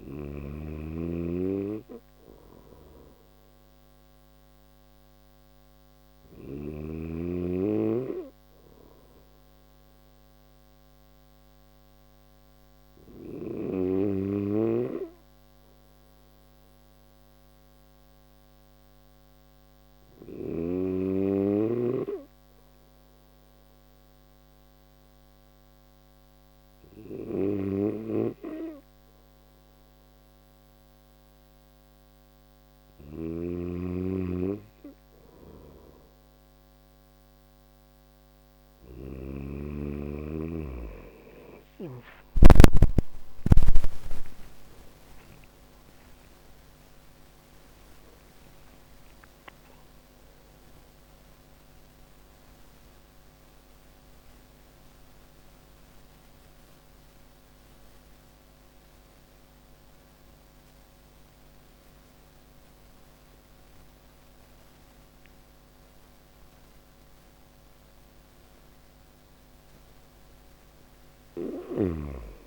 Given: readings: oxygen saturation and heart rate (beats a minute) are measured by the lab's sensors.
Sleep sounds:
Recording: breathing in sleep by a microphone on the trachea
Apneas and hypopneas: none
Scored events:
0.00-5.50 s: snoring (device-marked)
26.00-41.00 s: snoring (device-marked)
70.50-72.47 s: snoring (device-marked)
From the record:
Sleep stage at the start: N3 (deep sleep)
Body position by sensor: on the back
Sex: male

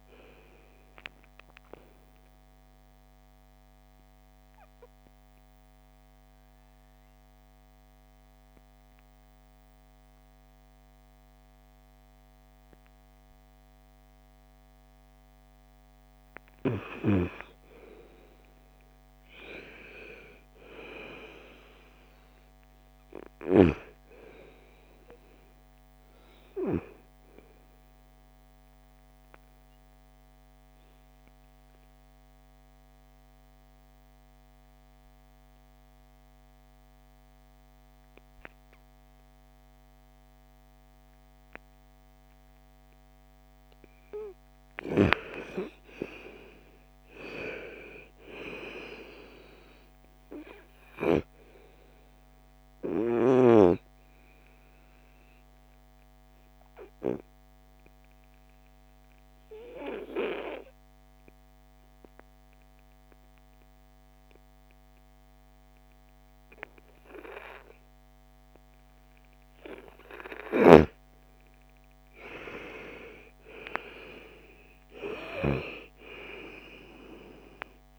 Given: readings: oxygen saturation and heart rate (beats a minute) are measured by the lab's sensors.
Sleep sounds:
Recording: breathing in sleep by a microphone on the trachea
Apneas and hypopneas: 3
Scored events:
0.00-4.50 s: oxygen desaturation (device-marked, oxygen 90% lowest, heart rate 52 extreme)
2.00-15.00 s: obstructive apnea (oxygen 98% before, 88% lowest, heart rate 61 before, 47 extreme, up 9 after)
17.00-20.00 s: arousal
18.50-34.50 s: oxygen desaturation (device-marked, oxygen 98% before, 92% lowest, heart rate 57 before, 47 extreme)
30.00-43.00 s: obstructive apnea (oxygen 98% before, 87% lowest, heart rate 58 before, 47 extreme, up 18 after)
44.50-48.50 s: arousal
48.50-64.50 s: oxygen desaturation (device-marked, oxygen 97% before, 88% lowest, heart rate 55 before, 47 extreme)
60.00-71.50 s: obstructive apnea (oxygen 97% before, 87% lowest, heart rate 61 before, 36 extreme, up 6 after)
72.50-77.99 s: oxygen desaturation (device-marked, oxygen 97% before, 87% lowest, heart rate 59 before, 36 extreme)
73.00-77.00 s: arousal
From the record:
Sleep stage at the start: N2 (light sleep)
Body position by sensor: on the right side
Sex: female

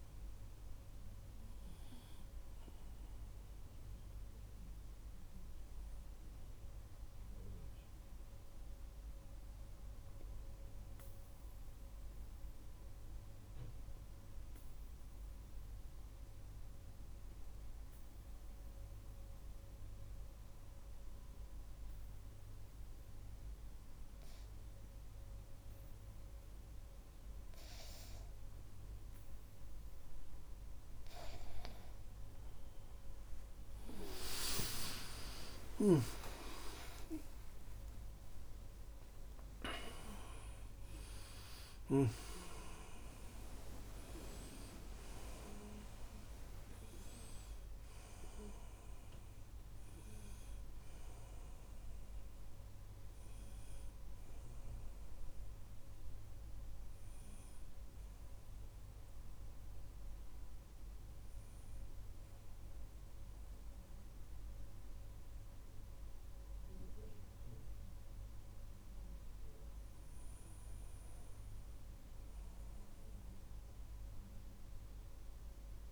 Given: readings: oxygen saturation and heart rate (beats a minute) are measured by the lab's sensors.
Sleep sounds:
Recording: a person partly awake in a sleep study, by a room microphone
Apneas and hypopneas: 1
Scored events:
6.00-30.50 s: obstructive apnea (oxygen 96% before, 94% lowest, heart rate 53 before, 37 extreme, up 31 after)
34.50-64.50 s: new sleep stage, awake
35.50-42.00 s: snoring (device-marked)
35.50-61.50 s: oxygen desaturation (device-marked, oxygen 99% before, 94% lowest, heart rate 47 before, 51 extreme)
64.50-75.92 s: new sleep stage, N1 (lightest sleep)
From the record:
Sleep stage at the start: N2 (light sleep)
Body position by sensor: on the back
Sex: male

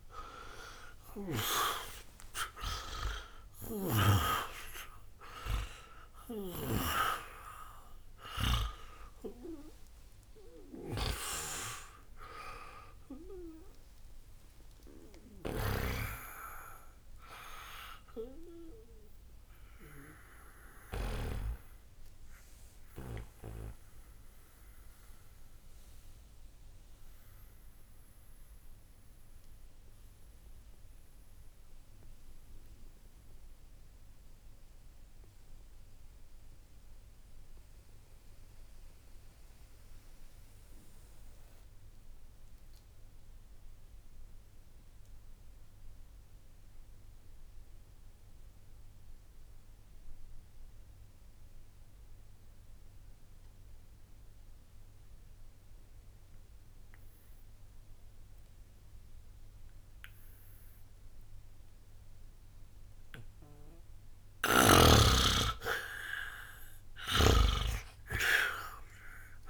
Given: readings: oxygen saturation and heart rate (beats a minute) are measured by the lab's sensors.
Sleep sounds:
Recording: breathing in sleep by a room microphone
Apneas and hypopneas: 1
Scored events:
0.00-37.50 s: oxygen desaturation (device-marked, oxygen 77% lowest, heart rate 52 extreme)
2.50-6.50 s: bradycardia (device-marked, heart rate 70 before, 55 extreme)
3.00-6.50 s: snoring (device-marked)
24.00-63.50 s: mixed apnea (oxygen 93% before, 77% lowest, heart rate 65 before, 61 extreme, up 17 after)
59.50-69.50 s: oxygen desaturation (device-marked, oxygen 98% before, 78% lowest, heart rate 61 before, 60 extreme)
From the record:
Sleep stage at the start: N2 (light sleep)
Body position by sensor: on the back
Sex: male

